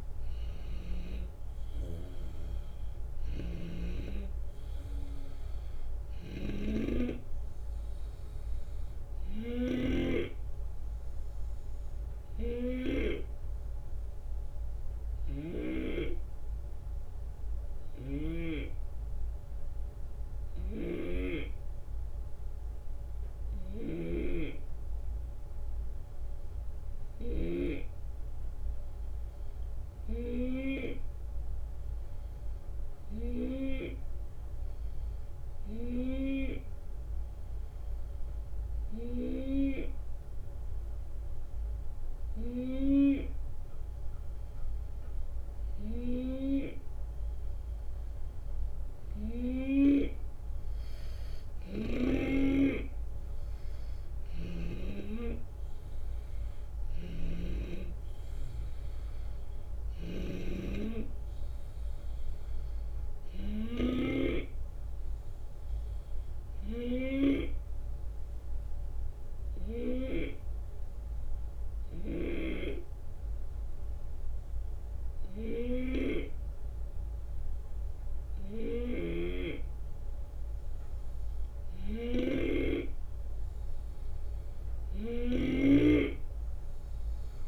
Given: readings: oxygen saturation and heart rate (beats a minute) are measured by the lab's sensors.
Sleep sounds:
breathing in sleep by a room microphone; 2
0.00-7.00 s: oxygen desaturation (device-marked, oxygen 89% lowest, heart rate 71 extreme)
0.00-12.00 s: drop in pulse transit time (device-marked, heart rate 75 extreme)
3.00-13.00 s: snoring (device-marked)
10.50-42.50 s: hypopnea (oxygen 92% before, 88% lowest, heart rate 78 before, 71 extreme, up 1 after)
15.00-18.50 s: snoring (device-marked)
20.50-27.50 s: snoring (device-marked)
40.00-64.00 s: oxygen desaturation (device-marked, oxygen 93% before, 88% lowest, heart rate 73 before, 69 extreme)
47.00-51.50 s: arousal
53.00-67.00 s: drop in pulse transit time (device-marked, heart rate 74 before, 76 extreme)
54.00-57.50 s: snoring (device-marked)
59.50-64.00 s: snoring (device-marked)
65.00-81.50 s: hypopnea (oxygen 92% before, 89% lowest, heart rate 77 before, 69 extreme, up 6 after)
78.50-87.48 s: snoring (device-marked)
84.00-87.00 s: arousal
From the record:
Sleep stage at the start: N2 (light sleep); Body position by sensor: on the left side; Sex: male

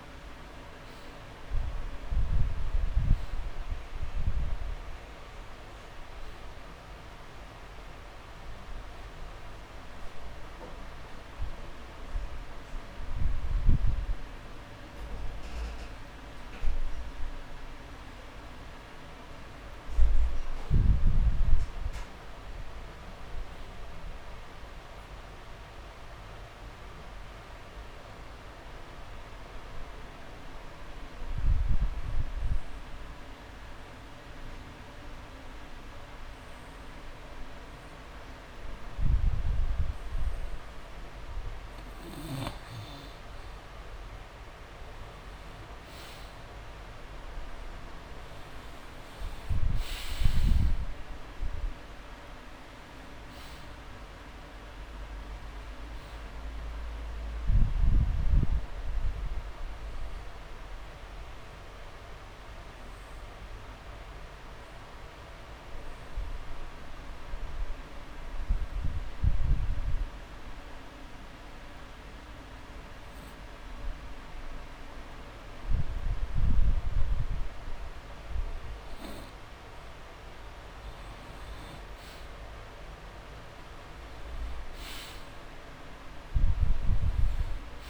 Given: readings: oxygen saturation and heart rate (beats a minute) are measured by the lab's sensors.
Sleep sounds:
breathing in sleep, hard to hear, by a room microphone; 2
0.00-20.50 s: oxygen desaturation (device-marked, oxygen 90% lowest)
4.50-6.50 s: long interval between heartbeats (device-marked)
12.50-14.50 s: long interval between heartbeats (device-marked)
22.00-24.00 s: long interval between heartbeats (device-marked)
23.00-26.50 s: arousal
29.00-42.50 s: obstructive apnea (oxygen 99% before, 89% lowest)
29.50-31.50 s: long interval between heartbeats (device-marked)
44.50-84.50 s: oxygen desaturation (device-marked, oxygen 99% before, 89% lowest)
45.00-49.50 s: arousal
58.00-80.50 s: obstructive apnea (oxygen 99% before, 88% lowest)
69.00-71.00 s: long interval between heartbeats (device-marked)
83.50-87.00 s: arousal
From the record:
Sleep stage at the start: N2 (light sleep); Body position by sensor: on the back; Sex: male

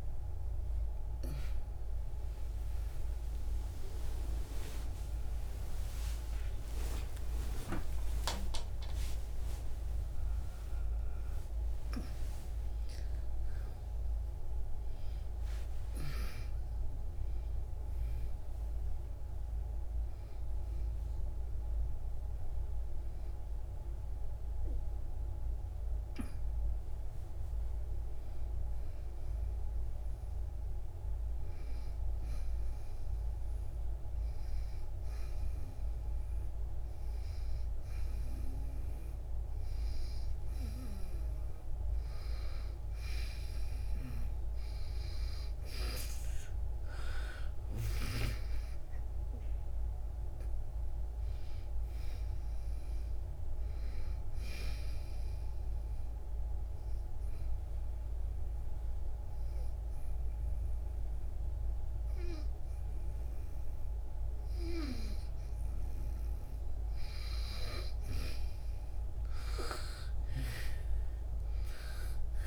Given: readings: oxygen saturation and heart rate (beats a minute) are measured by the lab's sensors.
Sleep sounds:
a person partly awake in a sleep study, by a room microphone; 2
0.00-22.50 s: oxygen desaturation (device-marked, oxygen 91% lowest, heart rate 26 extreme)
27.50-72.46 s: new sleep stage, N1 (lightest sleep)
30.50-41.50 s: hypopnea (oxygen 99% before, 90% lowest, heart rate 89 before, 65 extreme, up 3 after)
41.50-67.50 s: oxygen desaturation (device-marked, oxygen 98% before, 91% lowest, heart rate 69 before, 61 extreme)
46.50-51.00 s: arousal
55.00-66.50 s: obstructive apnea (oxygen 99% before, 90% lowest, heart rate 69 before, 61 extreme, up 4 after)
From the record:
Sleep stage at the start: awake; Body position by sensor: on the back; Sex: female

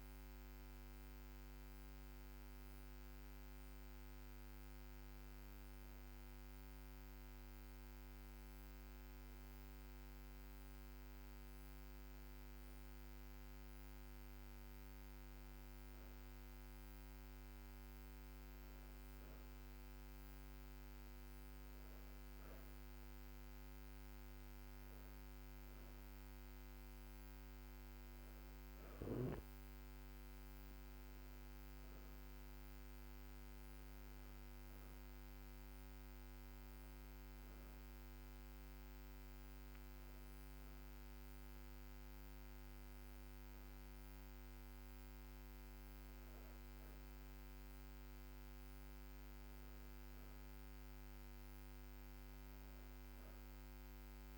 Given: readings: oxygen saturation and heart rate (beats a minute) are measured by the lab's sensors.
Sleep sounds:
breathing in sleep, hard to hear, by a microphone on the trachea; none
none scored
From the record:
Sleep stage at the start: N2 (light sleep); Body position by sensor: on the back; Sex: female

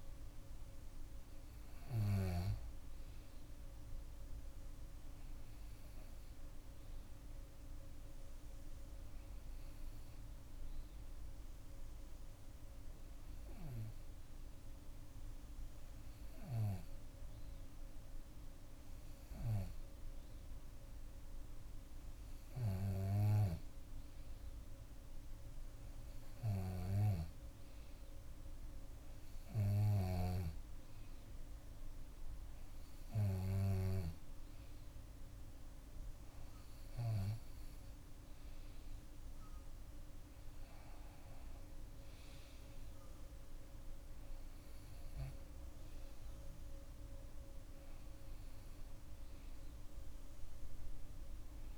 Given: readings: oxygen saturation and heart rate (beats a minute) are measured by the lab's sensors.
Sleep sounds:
breathing in sleep by a room microphone; none
none scored
From the record:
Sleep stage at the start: N2 (light sleep); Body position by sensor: on the back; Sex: female

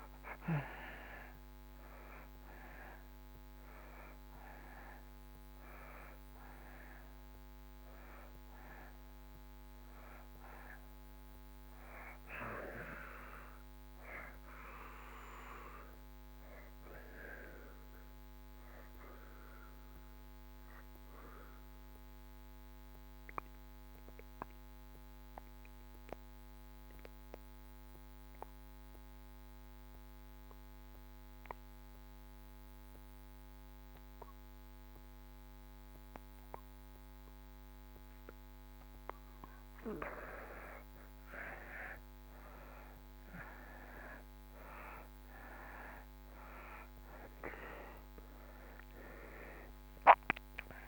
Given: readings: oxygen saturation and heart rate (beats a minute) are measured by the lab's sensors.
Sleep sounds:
breathing in sleep by a microphone on the trachea; 1
0.00-1.00 s: arousal
0.00-25.50 s: oxygen desaturation (device-marked, oxygen 77% lowest)
19.50-39.50 s: obstructive apnea (oxygen 96% before, 77% lowest)
40.50-44.50 s: arousal
44.50-50.88 s: oxygen desaturation (device-marked, oxygen 96% before, 80% lowest)
From the record:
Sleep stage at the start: N2 (light sleep); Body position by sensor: on the back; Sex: male

